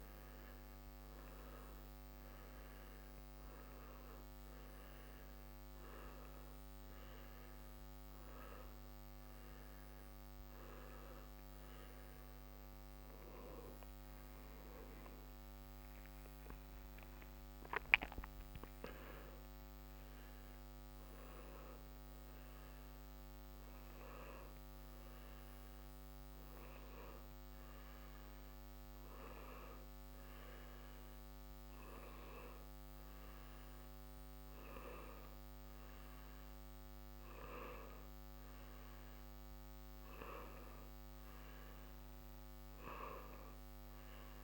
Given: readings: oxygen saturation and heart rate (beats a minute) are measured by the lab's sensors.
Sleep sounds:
a person partly awake in a sleep study, by a microphone on the trachea; none
12.00-44.44 s: new sleep stage, N1 (lightest sleep)
From the record:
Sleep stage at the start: awake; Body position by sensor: on the right side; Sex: male

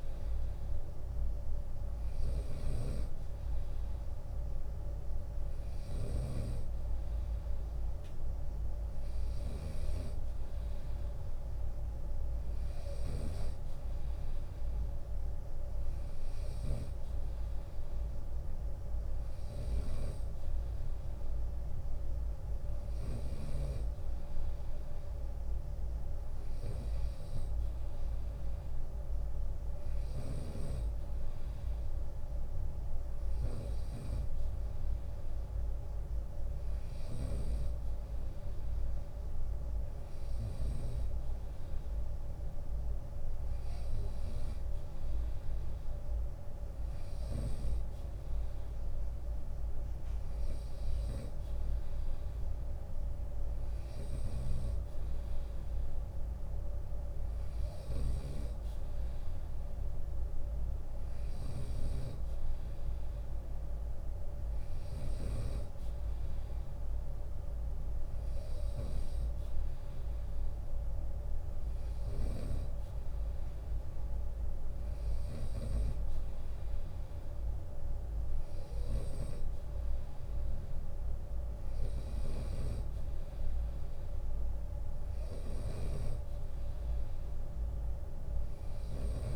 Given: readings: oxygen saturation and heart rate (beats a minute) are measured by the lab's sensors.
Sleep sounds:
breathing in sleep by a room microphone; none
0.00-9.00 s: snoring (device-marked)
18.50-22.50 s: snoring (device-marked)
57.00-64.50 s: snoring (device-marked)
81.00-89.36 s: snoring (device-marked)
From the record:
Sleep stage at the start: N2 (light sleep); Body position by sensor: on the right side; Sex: male

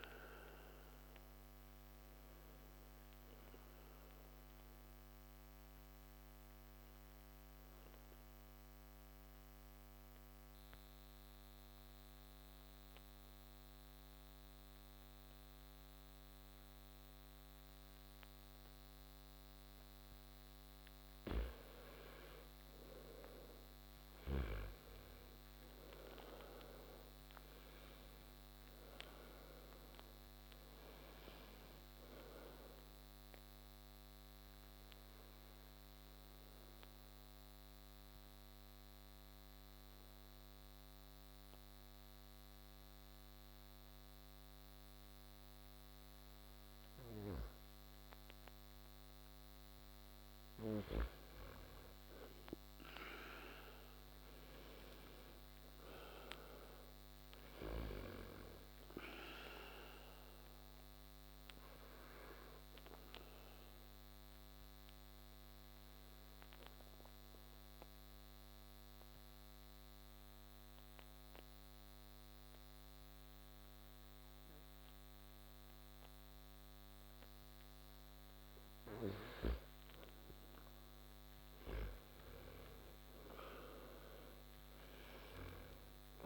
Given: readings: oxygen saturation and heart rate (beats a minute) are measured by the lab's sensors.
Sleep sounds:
breathing in sleep by a microphone on the trachea; 3
0.00-18.00 s: oxygen desaturation (device-marked, oxygen 88% lowest)
4.50-19.50 s: obstructive apnea (oxygen 96% before, 88% lowest)
23.00-26.50 s: arousal
31.00-51.00 s: oxygen desaturation (device-marked, oxygen 97% before, 90% lowest)
33.50-48.50 s: obstructive apnea (oxygen 97% before, 89% lowest)
51.50-54.50 s: arousal
59.00-76.00 s: oxygen desaturation (device-marked, oxygen 97% before, 90% lowest)
60.00-78.00 s: obstructive apnea (oxygen 97% before, 89% lowest)
81.00-85.00 s: arousal
From the record:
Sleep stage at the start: N2 (light sleep); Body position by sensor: on the back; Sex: male

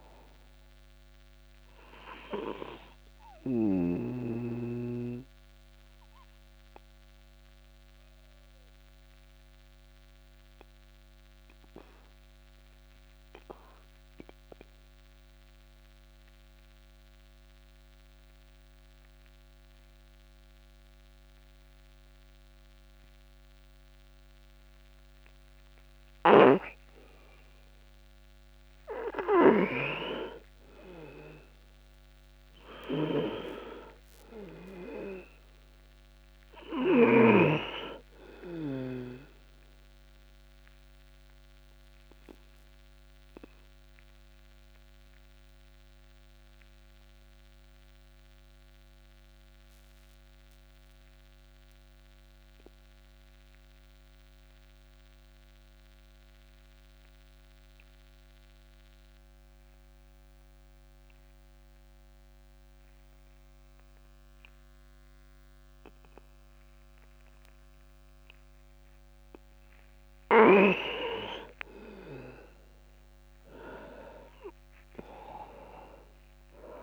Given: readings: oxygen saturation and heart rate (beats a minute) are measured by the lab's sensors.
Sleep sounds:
breathing in sleep by a microphone on the trachea; 2
0.00-17.00 s: oxygen desaturation (device-marked, oxygen 90% lowest)
4.00-26.50 s: obstructive apnea (oxygen 99% before, 90% lowest)
29.50-34.00 s: arousal
35.00-60.00 s: oxygen desaturation (device-marked, oxygen 99% before, 93% lowest)
40.50-68.50 s: obstructive apnea (oxygen 99% before, 90% lowest, heart rate 38 before, 27 extreme, up 11 after)
71.50-75.00 s: arousal
75.00-76.83 s: oxygen desaturation (device-marked, oxygen 98% before, 90% lowest, heart rate 50 before, 27 extreme)
From the record:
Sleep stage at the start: N2 (light sleep); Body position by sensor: on the back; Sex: male

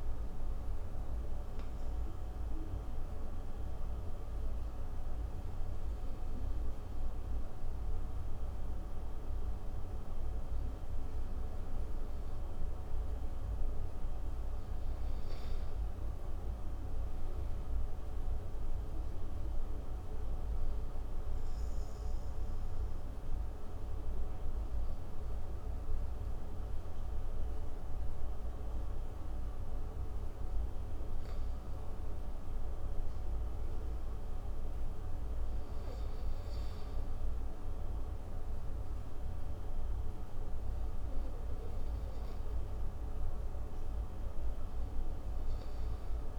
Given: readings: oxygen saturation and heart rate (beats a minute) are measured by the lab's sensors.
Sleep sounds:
breathing in sleep, hard to hear, by a room microphone; 2
2.50-14.00 s: obstructive apnea (oxygen 97% before, 92% lowest)
16.00-19.50 s: arousal
22.50-32.50 s: obstructive apnea (oxygen 96% before, 87% lowest)
25.00-35.00 s: oxygen desaturation (device-marked, oxygen 96% before, 92% lowest)
36.00-40.00 s: arousal
41.00-46.39 s: oxygen desaturation (device-marked, oxygen 96% before, 92% lowest)
From the record:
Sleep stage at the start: N2 (light sleep); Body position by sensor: on the front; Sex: male

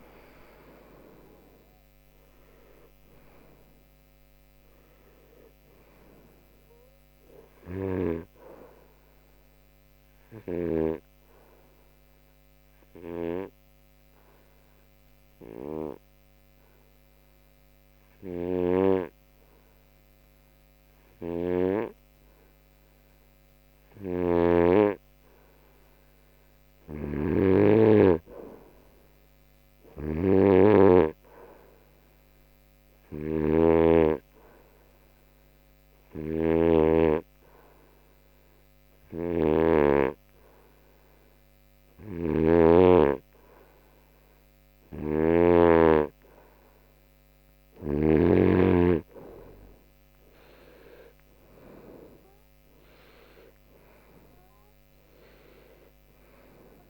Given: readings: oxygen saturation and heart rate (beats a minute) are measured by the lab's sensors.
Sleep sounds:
breathing in sleep by a microphone on the trachea; 2
0.00-2.00 s: arousal
0.00-15.50 s: oxygen desaturation (device-marked, oxygen 92% lowest)
11.50-25.50 s: obstructive apnea (oxygen 96% before, 92% lowest)
28.00-31.50 s: arousal
33.50-46.00 s: snoring (device-marked)
36.00-46.50 s: hypopnea (oxygen 94% before, 92% lowest)
45.50-56.90 s: oxygen desaturation (device-marked, oxygen 98% before, 92% lowest)
From the record:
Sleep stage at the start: N2 (light sleep); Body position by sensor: on the right side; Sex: male

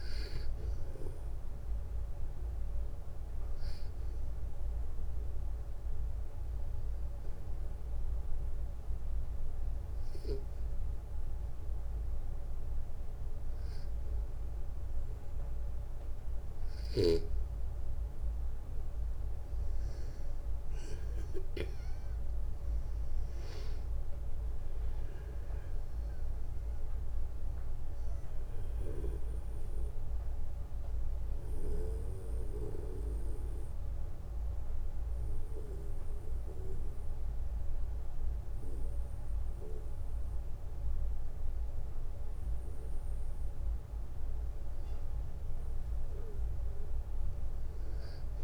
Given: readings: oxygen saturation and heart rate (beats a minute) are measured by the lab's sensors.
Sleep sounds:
breathing in sleep by a room microphone; 2
7.00-17.50 s: obstructive apnea (oxygen 97% before, 93% lowest, heart rate 61 before, 59 extreme, up 5 after)
20.00-23.50 s: arousal
30.50-43.00 s: obstructive apnea (oxygen 96% before, 92% lowest, heart rate 64 before, 59 extreme, up 5 after)
From the record:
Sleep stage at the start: N2 (light sleep); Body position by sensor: on the back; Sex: male

